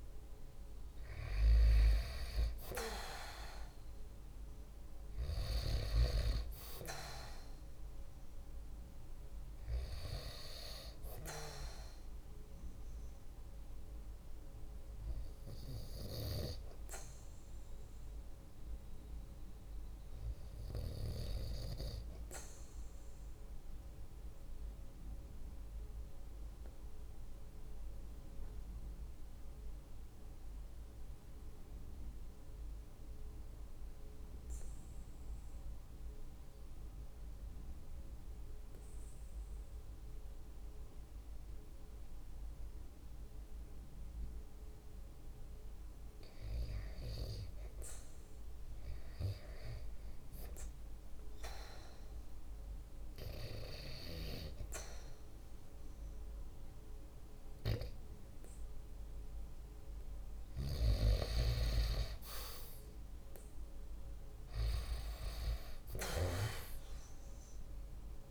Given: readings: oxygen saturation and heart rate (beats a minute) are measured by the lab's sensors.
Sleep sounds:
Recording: breathing in sleep by a room microphone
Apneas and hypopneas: 1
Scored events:
0.00-14.00 s: oxygen desaturation (device-marked, oxygen 93% lowest, heart rate 48 extreme)
22.50-45.50 s: obstructive apnea (oxygen 96% before, 90% lowest, heart rate 49 before, 46 extreme, up 3 after)
47.50-50.50 s: arousal
56.00-68.31 s: oxygen desaturation (device-marked, oxygen 97% before, 90% lowest, heart rate 49 before, 50 extreme)
From the record:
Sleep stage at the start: REM sleep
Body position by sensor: on the right side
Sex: male

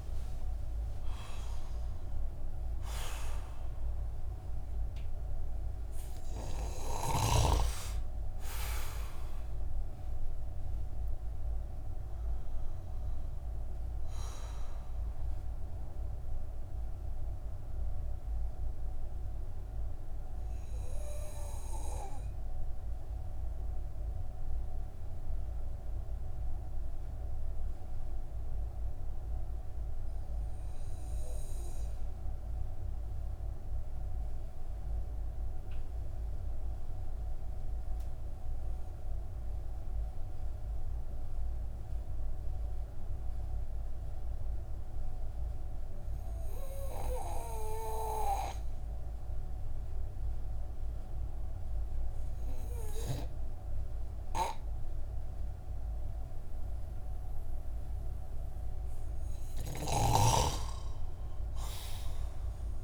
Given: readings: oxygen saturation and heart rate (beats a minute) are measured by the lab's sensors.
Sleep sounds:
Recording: breathing in sleep by a room microphone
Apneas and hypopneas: 1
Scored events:
0.00-1.50 s: arousal
13.50-58.00 s: mixed apnea (oxygen 97% before, 91% lowest)
58.50-62.83 s: oxygen desaturation (device-marked, oxygen 97% before, 91% lowest)
60.00-62.83 s: arousal
From the record:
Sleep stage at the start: N2 (light sleep)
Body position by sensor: on the back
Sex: male

